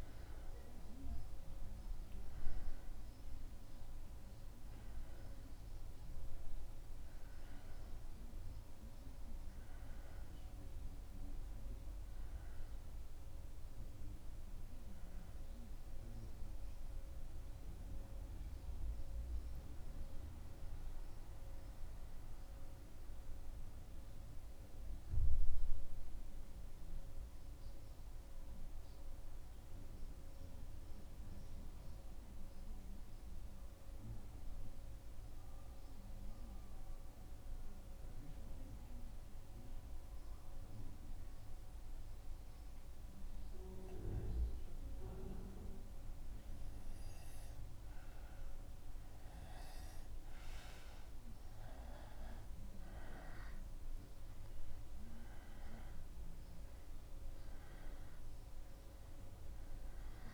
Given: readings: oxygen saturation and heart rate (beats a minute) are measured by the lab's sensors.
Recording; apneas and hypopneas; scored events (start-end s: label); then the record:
breathing in sleep by a room microphone; 1
0.00-13.50 s: oxygen desaturation (device-marked, oxygen 94% lowest, heart rate 77 extreme)
13.50-60.34 s: new sleep stage, N2 (light sleep)
17.50-48.50 s: obstructive apnea (oxygen 98% before, 92% lowest, heart rate 77 before, 76 extreme, up 0 after)
51.50-56.00 s: arousal
From the record:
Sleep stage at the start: N1 (lightest sleep); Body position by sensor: on the back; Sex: male